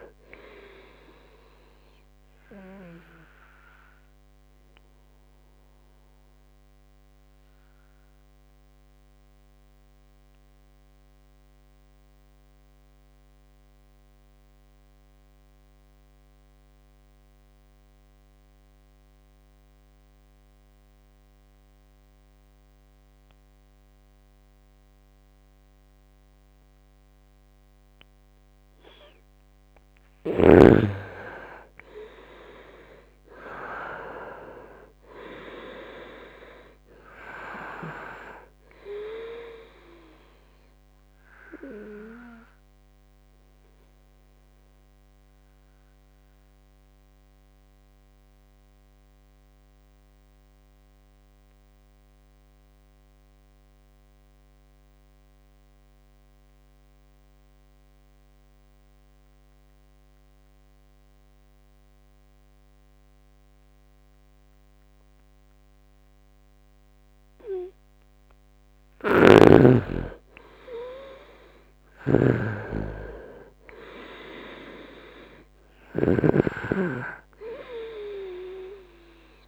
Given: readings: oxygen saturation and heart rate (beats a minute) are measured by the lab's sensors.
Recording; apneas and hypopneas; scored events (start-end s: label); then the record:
breathing in sleep by a microphone on the trachea; 2
0.00-19.00 s: oxygen desaturation (device-marked, oxygen 85% lowest, heart rate 64 extreme)
3.00-30.00 s: obstructive apnea (oxygen 99% before, 85% lowest, heart rate 71 before, 64 extreme, up 7 after)
26.00-58.00 s: oxygen desaturation (device-marked, oxygen 99% before, 85% lowest, heart rate 68 before, 65 extreme)
31.50-37.00 s: arousal
42.00-66.50 s: obstructive apnea (oxygen 99% before, 85% lowest, heart rate 69 before, 65 extreme, up 3 after)
68.50-76.00 s: snoring (device-marked)
69.50-74.50 s: arousal
72.00-79.48 s: oxygen desaturation (device-marked, oxygen 98% before, 86% lowest, heart rate 69 before, 64 extreme)
From the record:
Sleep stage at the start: N2 (light sleep); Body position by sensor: on the right side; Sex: male